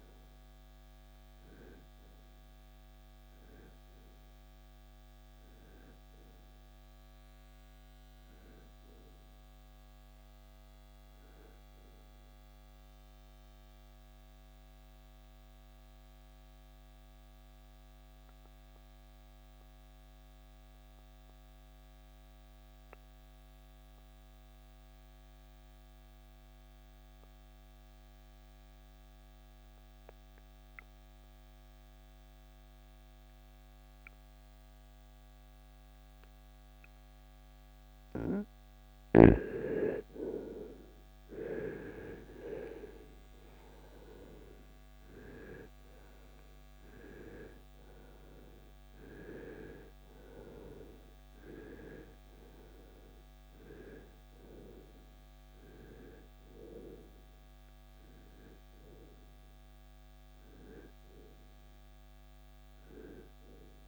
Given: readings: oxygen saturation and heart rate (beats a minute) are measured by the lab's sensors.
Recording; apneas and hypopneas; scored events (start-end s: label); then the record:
breathing in sleep by a microphone on the trachea; 1
0.00-19.50 s: oxygen desaturation (device-marked, oxygen 81% lowest, heart rate 47 extreme)
12.50-39.00 s: obstructive apnea (oxygen 94% before, 82% lowest, heart rate 80 before, 47 extreme, up 25 after)
40.50-44.00 s: arousal
42.50-63.88 s: oxygen desaturation (device-marked, oxygen 96% before, 82% lowest, heart rate 64 before, 54 extreme)
From the record:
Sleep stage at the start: REM sleep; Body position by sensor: on the right side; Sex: male